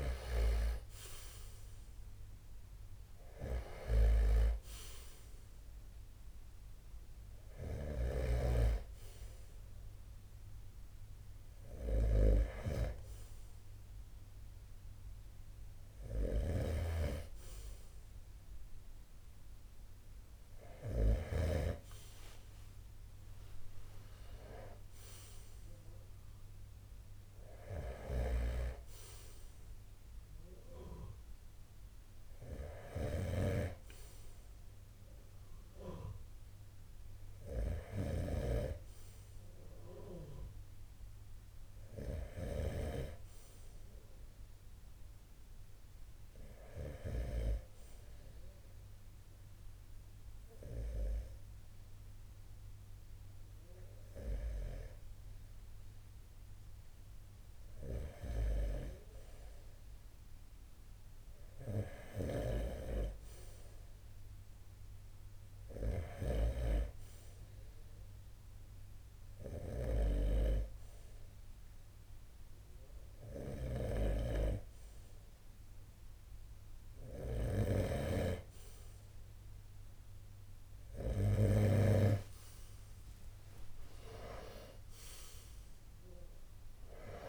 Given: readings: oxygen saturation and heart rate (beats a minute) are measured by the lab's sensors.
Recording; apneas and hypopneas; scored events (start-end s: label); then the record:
breathing in sleep by a room microphone; 1
6.50-20.50 s: snoring (device-marked)
20.50-25.00 s: arousal
27.00-46.50 s: snoring (device-marked)
45.50-73.50 s: hypopnea (oxygen 94% before, 88% lowest, heart rate 58 before, 34 extreme, up 19 after)
61.00-81.00 s: snoring (device-marked)
67.50-81.50 s: oxygen desaturation (device-marked, oxygen 92% before, 88% lowest, heart rate 46 before, 37 extreme)
77.50-81.50 s: arousal
From the record:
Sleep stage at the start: N2 (light sleep); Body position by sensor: on the right side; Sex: male